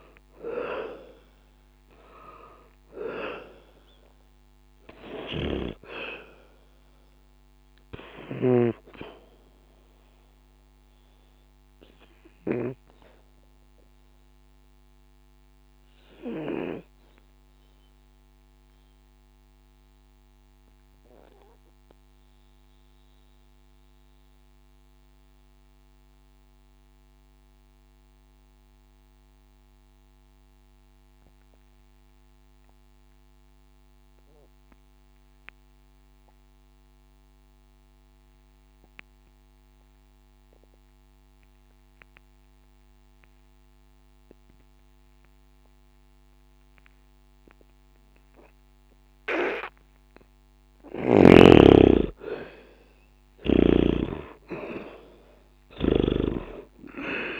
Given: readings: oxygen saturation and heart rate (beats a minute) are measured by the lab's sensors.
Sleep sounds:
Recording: breathing in sleep by a microphone on the trachea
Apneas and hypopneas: 1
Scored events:
0.00-28.50 s: oxygen desaturation (device-marked, oxygen 72% lowest, heart rate 60 extreme)
11.00-49.50 s: obstructive apnea (oxygen 94% before, 72% lowest, heart rate 63 before, 60 extreme, up 0 after)
47.50-57.40 s: oxygen desaturation (device-marked, oxygen 98% before, 73% lowest, heart rate 63 before, 59 extreme)
54.00-57.40 s: arousal
From the record:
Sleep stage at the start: N2 (light sleep)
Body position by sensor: on the back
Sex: male

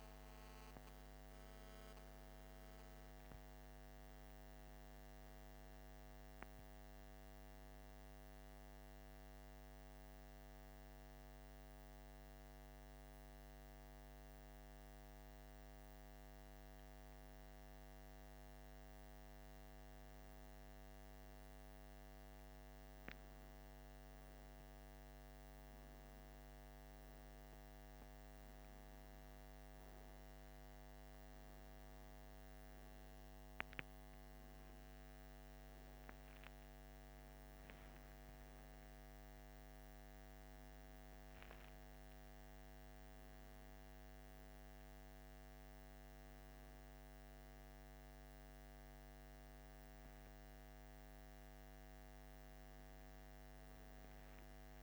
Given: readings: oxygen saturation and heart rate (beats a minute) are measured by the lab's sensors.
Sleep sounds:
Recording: breathing in sleep, hard to hear, by a microphone on the trachea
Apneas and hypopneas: none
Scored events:
7.00-54.83 s: new sleep stage, N1 (lightest sleep)
From the record:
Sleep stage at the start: N2 (light sleep)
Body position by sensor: on the back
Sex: male

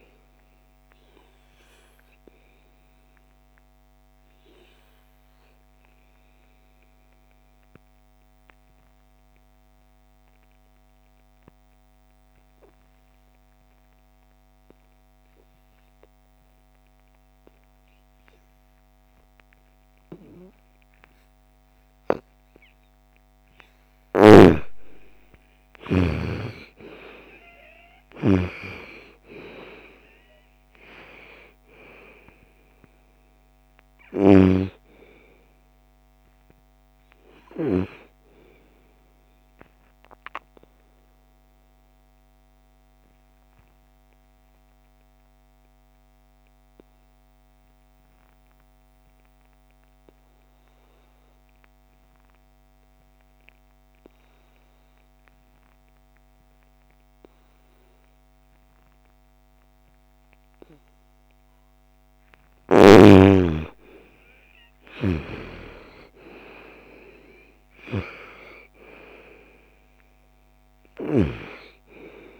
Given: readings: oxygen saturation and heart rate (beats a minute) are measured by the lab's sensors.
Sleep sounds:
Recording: breathing in sleep by a microphone on the trachea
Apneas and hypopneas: 2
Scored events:
0.00-11.50 s: oxygen desaturation (device-marked, oxygen 88% lowest, heart rate 47 extreme)
0.50-22.50 s: obstructive apnea (oxygen 97% before, 84% lowest, heart rate 54 before, 47 extreme, up 1 after)
24.50-28.50 s: arousal
24.50-44.50 s: oxygen desaturation (device-marked, oxygen 98% before, 84% lowest, heart rate 57 before, 48 extreme)
33.50-37.00 s: snoring (device-marked)
39.50-60.50 s: obstructive apnea (oxygen 98% before, 81% lowest, heart rate 62 before, 48 extreme, up 22 after)
57.50-72.40 s: oxygen desaturation (device-marked, oxygen 99% before, 84% lowest, heart rate 60 before, 56 extreme)
63.00-66.50 s: arousal
64.00-70.50 s: snoring (device-marked)
From the record:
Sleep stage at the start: N2 (light sleep)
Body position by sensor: on the right side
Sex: female

